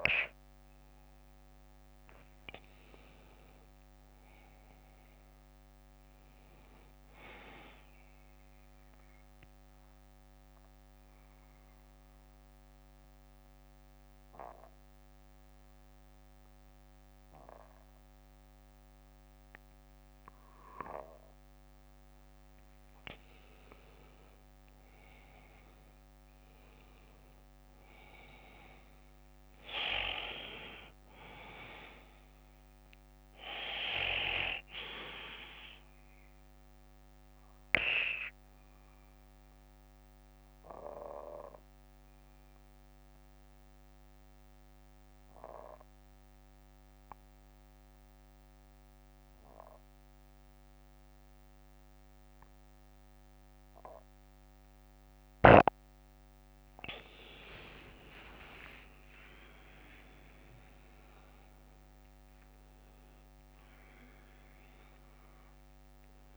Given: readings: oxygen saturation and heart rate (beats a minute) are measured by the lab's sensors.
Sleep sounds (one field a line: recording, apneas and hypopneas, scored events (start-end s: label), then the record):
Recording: breathing in sleep by a microphone on the trachea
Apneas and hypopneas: 2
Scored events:
0.00-2.50 s: bradycardia (device-marked, heart rate 50 extreme)
7.50-20.50 s: bradycardia (device-marked, heart rate 60 before, 49 extreme)
10.50-22.00 s: central apnea (oxygen 96% before, 92% lowest, heart rate 59 before, 50 extreme, up 22 after)
25.50-30.00 s: arousal
30.50-40.50 s: bradycardia (device-marked, heart rate 60 before, 56 extreme)
37.00-56.00 s: obstructive apnea (oxygen 98% before, 92% lowest, heart rate 60 before, 46 extreme, up 13 after)
39.50-53.50 s: oxygen desaturation (device-marked, oxygen 96% before, 92% lowest, heart rate 61 before, 46 extreme)
49.50-52.50 s: bradycardia (device-marked, heart rate 60 before, 62 extreme)
58.00-64.00 s: arousal
From the record:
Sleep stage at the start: N2 (light sleep)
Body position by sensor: on the back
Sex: male